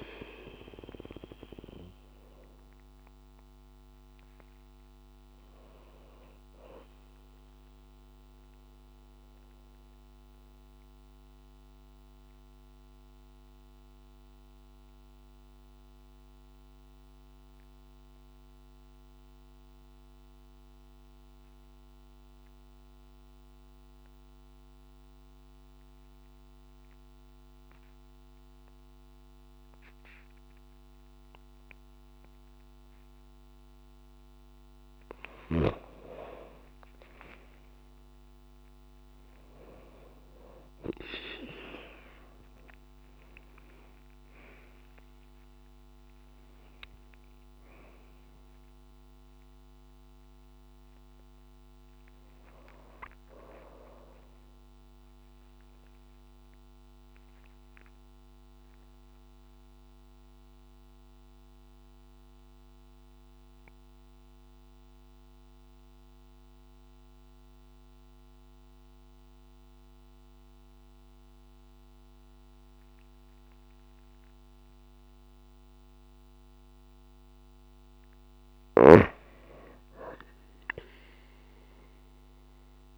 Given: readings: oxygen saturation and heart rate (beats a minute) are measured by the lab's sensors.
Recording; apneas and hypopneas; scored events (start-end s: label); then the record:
breathing in sleep by a microphone on the trachea; 2
0.00-21.50 s: oxygen desaturation (device-marked, oxygen 92% lowest)
7.00-32.50 s: mixed apnea (oxygen 97% before, 91% lowest)
31.50-33.50 s: long interval between heartbeats (device-marked)
36.00-40.00 s: arousal
38.50-40.50 s: long interval between heartbeats (device-marked)
39.50-58.50 s: oxygen desaturation (device-marked, oxygen 97% before, 91% lowest)
44.00-46.00 s: long interval between heartbeats (device-marked)
54.00-56.00 s: long interval between heartbeats (device-marked)
54.00-77.00 s: mixed apnea (oxygen 97% before, 91% lowest)
79.50-82.98 s: arousal
From the record:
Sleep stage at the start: N2 (light sleep); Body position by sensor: on the back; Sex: female